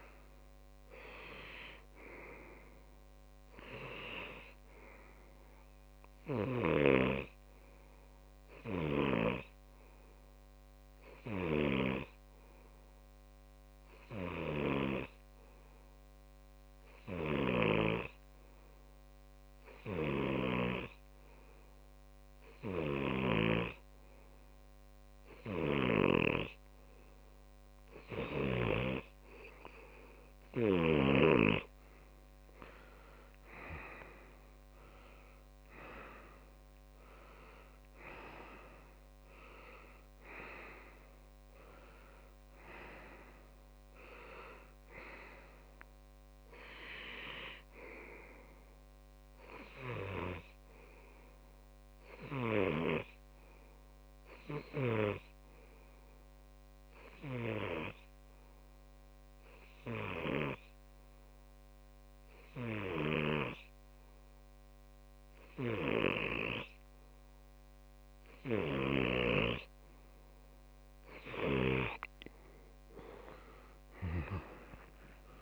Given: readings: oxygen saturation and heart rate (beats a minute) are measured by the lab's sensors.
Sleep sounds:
breathing in sleep by a microphone on the trachea; 2
8.00-27.50 s: hypopnea (oxygen 97% before, 94% lowest)
33.00-36.00 s: arousal
33.50-53.50 s: oxygen desaturation (device-marked, oxygen 98% before, 94% lowest)
57.00-69.50 s: obstructive apnea (oxygen 98% before, 95% lowest)
From the record:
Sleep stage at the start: N2 (light sleep); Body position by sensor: on the left side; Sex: male

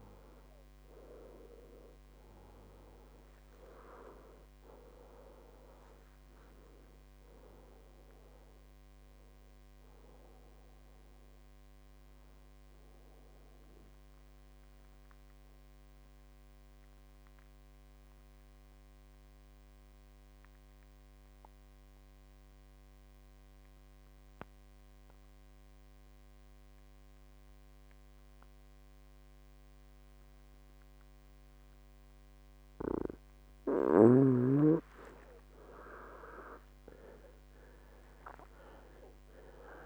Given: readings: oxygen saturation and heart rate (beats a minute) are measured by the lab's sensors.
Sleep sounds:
breathing in sleep by a microphone on the trachea; 1
0.00-1.50 s: arousal
12.00-32.00 s: obstructive apnea (oxygen 99% before, 91% lowest, heart rate 70 before, 56 extreme, up 17 after)
34.50-37.50 s: arousal
38.00-39.86 s: oxygen desaturation (device-marked, oxygen 97% before, 91% lowest, heart rate 60 before, 59 extreme)
From the record:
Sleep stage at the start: N2 (light sleep); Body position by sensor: on the back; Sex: male

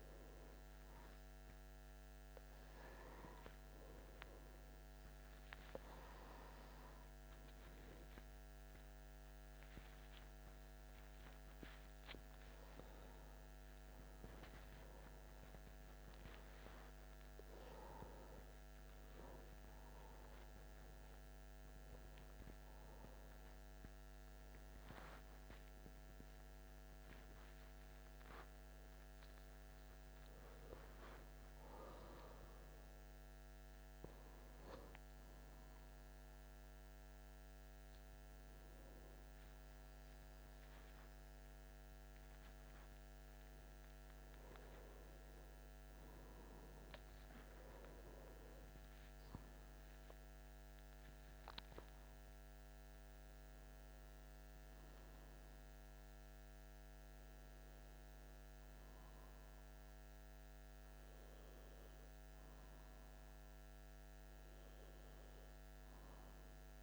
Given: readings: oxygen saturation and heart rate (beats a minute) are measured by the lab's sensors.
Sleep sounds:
a person awake in a sleep study, by a microphone on the trachea; none
48.50-66.83 s: new sleep stage, N1 (lightest sleep)
From the record:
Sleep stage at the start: awake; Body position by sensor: on the back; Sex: male

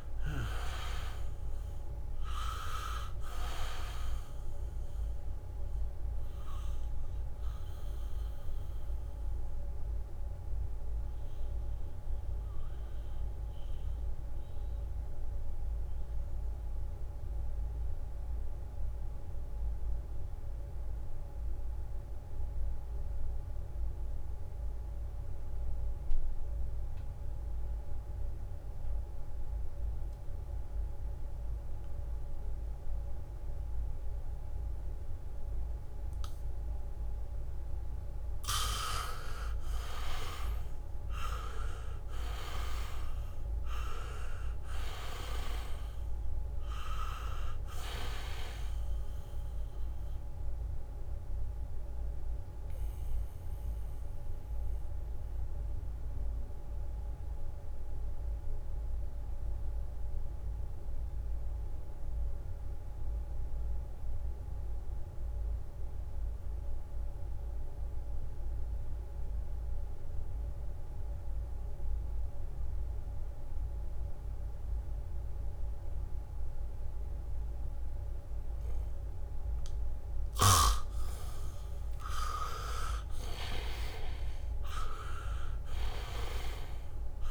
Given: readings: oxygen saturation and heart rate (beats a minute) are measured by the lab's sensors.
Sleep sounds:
breathing in sleep by a room microphone; 2
0.00-20.00 s: oxygen desaturation (device-marked, oxygen 76% lowest, heart rate 63 extreme)
10.00-37.50 s: mixed apnea (oxygen 98% before, 76% lowest, heart rate 67 before, 64 extreme, up 1 after)
28.00-67.00 s: oxygen desaturation (device-marked, oxygen 99% before, 77% lowest, heart rate 71 before, 64 extreme)
35.00-38.00 s: leg movement (device-marked)
39.00-46.00 s: leg movement (device-marked)
40.00-44.00 s: arousal
50.50-81.00 s: mixed apnea (oxygen 99% before, 77% lowest, heart rate 68 before, 65 extreme, up 4 after)
76.00-87.31 s: oxygen desaturation (device-marked, oxygen 99% before, 78% lowest, heart rate 72 before, 65 extreme)
81.50-83.50 s: leg movement (device-marked)
83.50-87.31 s: arousal
From the record:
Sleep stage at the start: N2 (light sleep); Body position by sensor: on the back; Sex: male

